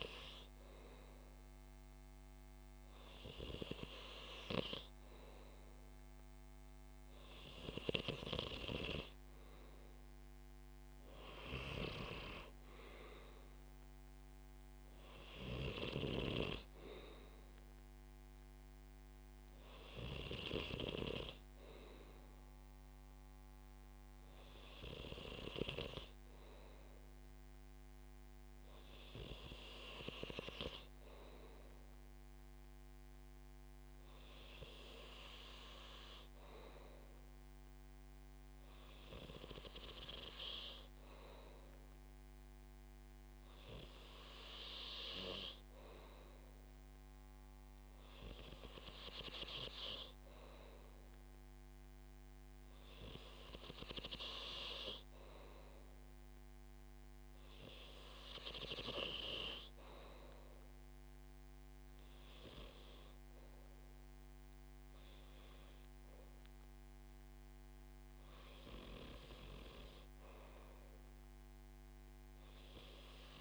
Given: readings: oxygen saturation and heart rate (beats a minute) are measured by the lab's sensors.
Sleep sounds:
breathing in sleep by a microphone on the trachea; none
none scored
From the record:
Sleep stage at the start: N2 (light sleep); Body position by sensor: on the back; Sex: male

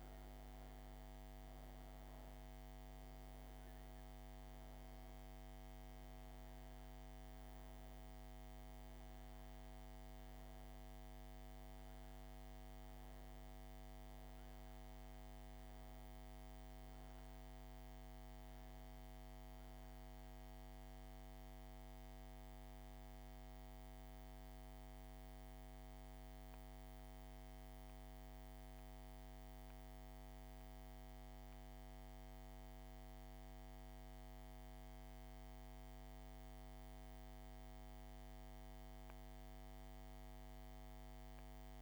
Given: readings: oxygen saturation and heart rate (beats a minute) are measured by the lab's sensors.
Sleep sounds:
a person awake in a sleep study, hard to hear, by a microphone on the trachea; none
0.00-13.00 s: oxygen desaturation (device-marked, oxygen 92% lowest)
From the record:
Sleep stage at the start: awake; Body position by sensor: on the back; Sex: female

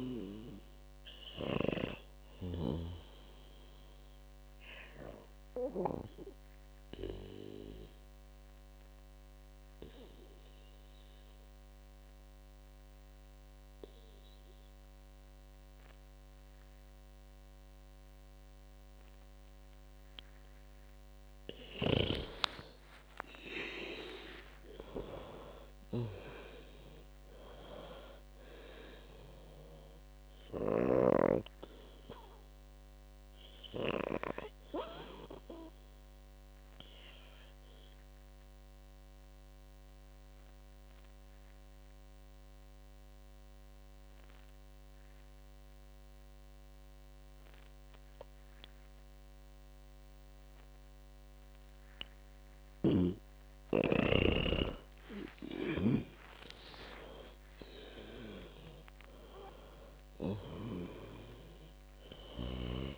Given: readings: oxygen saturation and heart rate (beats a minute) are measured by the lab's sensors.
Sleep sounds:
breathing in sleep by a microphone on the trachea; 2
2.50-13.50 s: oxygen desaturation (device-marked, oxygen 97% before, 93% lowest, heart rate 63 before, 55 extreme)
4.50-21.50 s: obstructive apnea (oxygen 97% before, 92% lowest, heart rate 64 before, 55 extreme, up 35 after)
22.50-32.00 s: snoring (device-marked)
23.50-27.50 s: arousal
25.50-43.50 s: oxygen desaturation (device-marked, oxygen 97% before, 93% lowest, heart rate 60 before, 55 extreme)
38.00-53.00 s: obstructive apnea (oxygen 97% before, 92% lowest, heart rate 70 before, 53 extreme, up 25 after)
53.50-57.00 s: snoring (device-marked)
55.50-59.50 s: arousal
61.50-62.98 s: oxygen desaturation (device-marked, oxygen 97% before, 92% lowest, heart rate 64 before, 53 extreme)
From the record:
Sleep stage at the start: N2 (light sleep); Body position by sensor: on the back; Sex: female

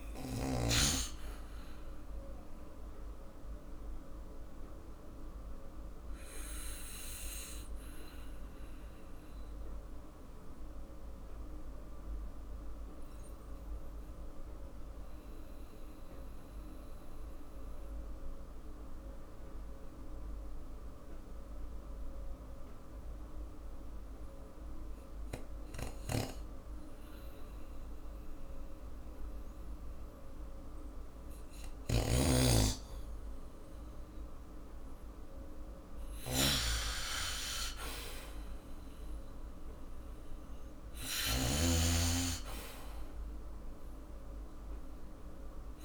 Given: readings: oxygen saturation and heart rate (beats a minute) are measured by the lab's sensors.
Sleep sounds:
breathing in sleep by a room microphone; 1
2.50-29.50 s: obstructive apnea (oxygen 96% before, 90% lowest, heart rate 56 before, 48 extreme, up 7 after)
20.50-32.50 s: oxygen desaturation (device-marked, oxygen 96% before, 90% lowest, heart rate 52 before, 49 extreme)
25.50-45.85 s: snoring (device-marked)
34.50-38.00 s: arousal
From the record:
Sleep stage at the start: N2 (light sleep); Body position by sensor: on the back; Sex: male

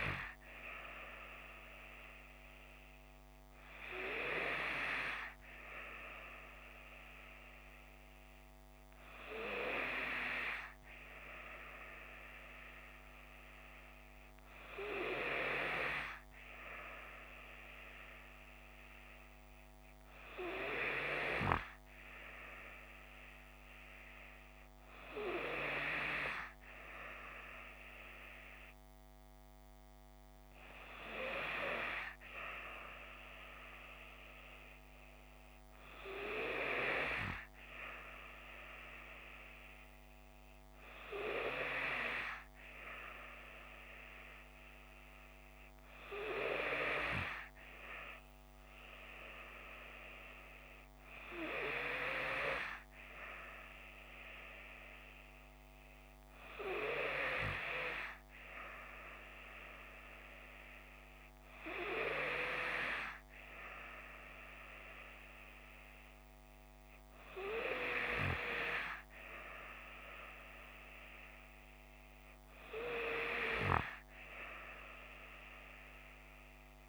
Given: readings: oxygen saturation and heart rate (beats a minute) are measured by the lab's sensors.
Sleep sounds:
breathing in sleep by a microphone on the trachea; none
none scored
From the record:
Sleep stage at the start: N3 (deep sleep); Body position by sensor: on the left side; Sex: female

